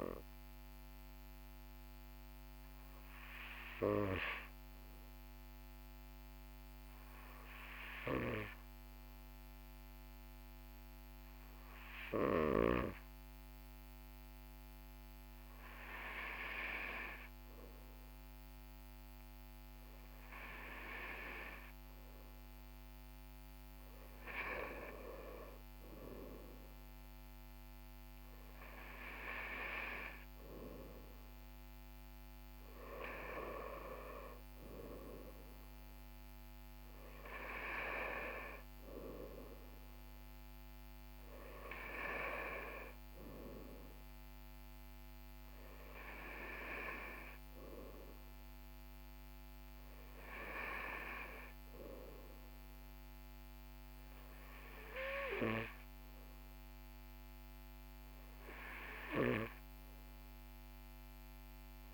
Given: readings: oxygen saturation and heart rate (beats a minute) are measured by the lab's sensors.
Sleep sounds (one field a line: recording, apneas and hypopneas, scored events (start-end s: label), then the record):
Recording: breathing in sleep by a microphone on the trachea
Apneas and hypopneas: none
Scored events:
43.50-61.94 s: new sleep stage, N2 (light sleep)
From the record:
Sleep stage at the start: N1 (lightest sleep)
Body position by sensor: on the right side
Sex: male